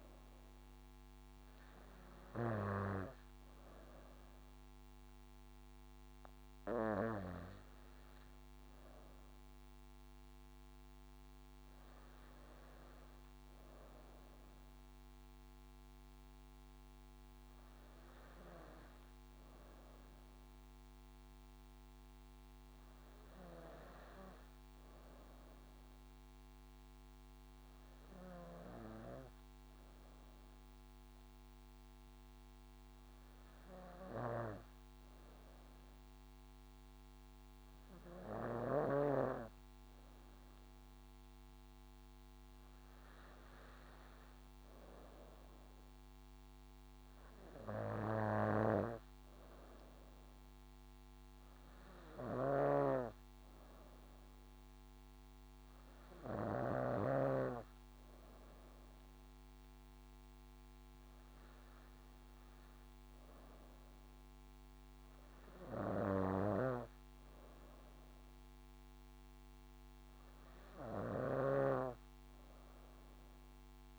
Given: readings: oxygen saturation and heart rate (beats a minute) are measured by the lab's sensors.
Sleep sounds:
breathing in sleep by a microphone on the trachea; none
43.50-45.00 s: leg movement (device-marked)
52.00-56.50 s: snoring (device-marked)
71.00-73.99 s: snoring (device-marked)
From the record:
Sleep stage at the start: N2 (light sleep); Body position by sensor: on the back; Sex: female

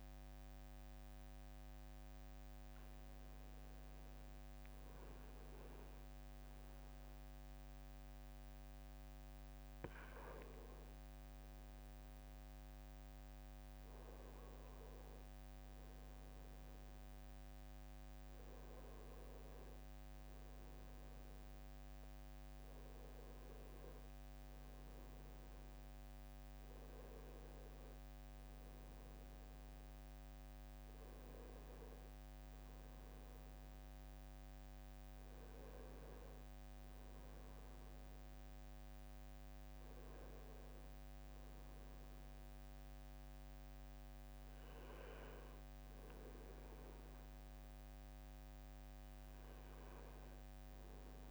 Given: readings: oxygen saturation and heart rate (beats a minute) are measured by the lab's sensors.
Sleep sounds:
a person awake in a sleep study, hard to hear, by a microphone on the trachea; none
20.00-50.00 s: new sleep stage, awake
50.00-51.31 s: new sleep stage, N2 (light sleep)
From the record:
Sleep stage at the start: N1 (lightest sleep); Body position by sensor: on the right side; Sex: male

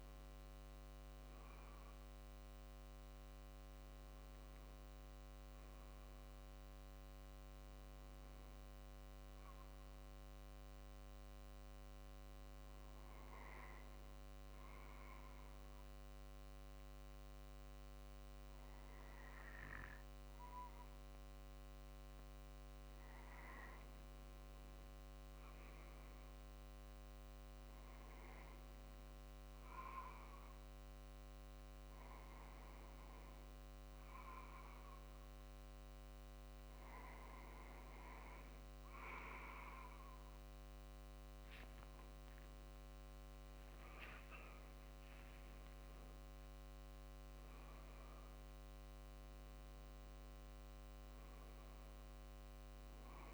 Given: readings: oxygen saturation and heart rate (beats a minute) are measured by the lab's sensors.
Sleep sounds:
breathing in sleep, hard to hear, by a microphone on the trachea; 1
0.00-3.50 s: arousal
12.00-27.00 s: hypopnea (oxygen 95% before, 94% lowest, heart rate 49 before, 48 extreme, up 2 after)
29.00-32.00 s: arousal
29.00-39.00 s: drop in pulse transit time (device-marked, heart rate 48 before, 49 extreme)
44.00-46.00 s: long interval between heartbeats (device-marked, heart rate 50 before, 59 extreme)
44.00-48.00 s: arousal
From the record:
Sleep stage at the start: N2 (light sleep); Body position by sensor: on the right side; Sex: male

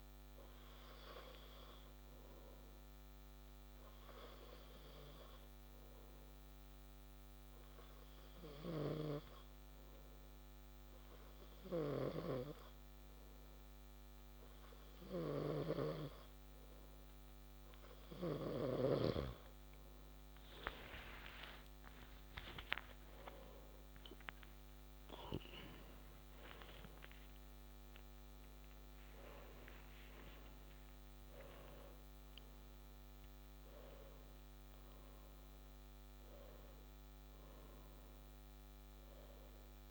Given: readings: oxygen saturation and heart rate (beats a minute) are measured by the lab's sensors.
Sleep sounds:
breathing in sleep by a microphone on the trachea; 1
1.00-17.00 s: obstructive apnea (oxygen 96% before, 93% lowest)
21.50-29.00 s: arousal
From the record:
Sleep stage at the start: N2 (light sleep); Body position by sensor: on the back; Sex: male

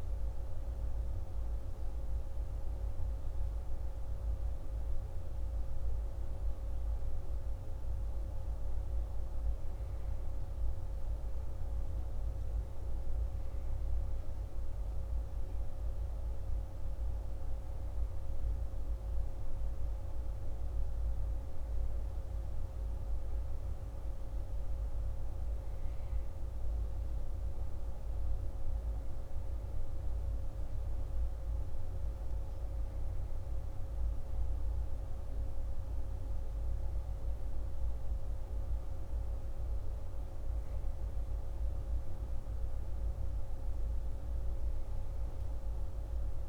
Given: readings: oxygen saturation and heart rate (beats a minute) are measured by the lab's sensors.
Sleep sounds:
breathing in sleep, hard to hear, by a room microphone; none
none scored
From the record:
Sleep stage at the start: N1 (lightest sleep); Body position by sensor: on the back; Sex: male

